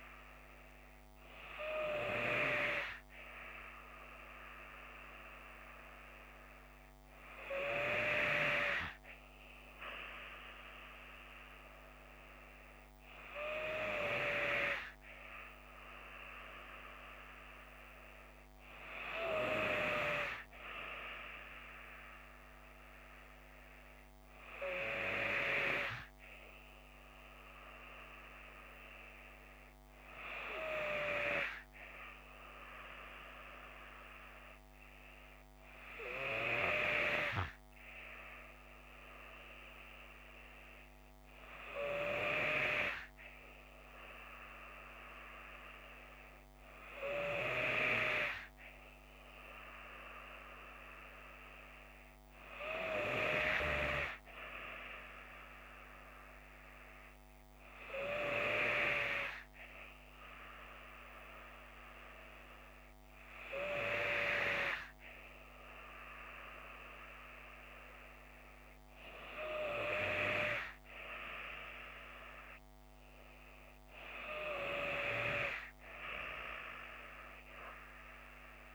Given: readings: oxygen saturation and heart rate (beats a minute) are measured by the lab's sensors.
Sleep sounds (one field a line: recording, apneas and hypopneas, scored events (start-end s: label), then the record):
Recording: breathing in sleep by a microphone on the trachea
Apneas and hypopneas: none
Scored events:
none scored
From the record:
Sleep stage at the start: N2 (light sleep)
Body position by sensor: on the left side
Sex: female